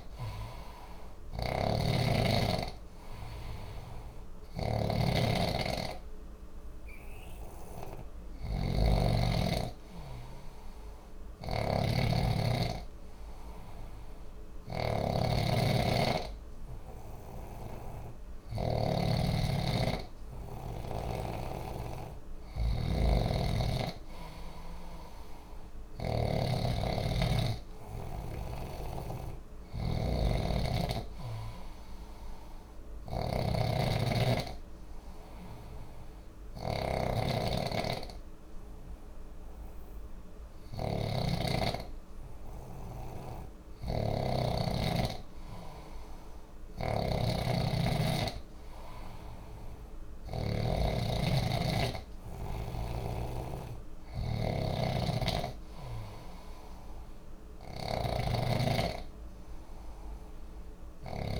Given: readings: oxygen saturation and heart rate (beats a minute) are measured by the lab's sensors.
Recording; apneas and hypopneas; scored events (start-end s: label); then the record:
breathing in sleep by a room microphone; none
0.00-1.50 s: arousal
0.00-18.50 s: snoring (device-marked)
28.00-50.50 s: snoring (device-marked)
52.50-61.40 s: snoring (device-marked)
From the record:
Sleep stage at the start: N2 (light sleep); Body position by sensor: on the back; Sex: male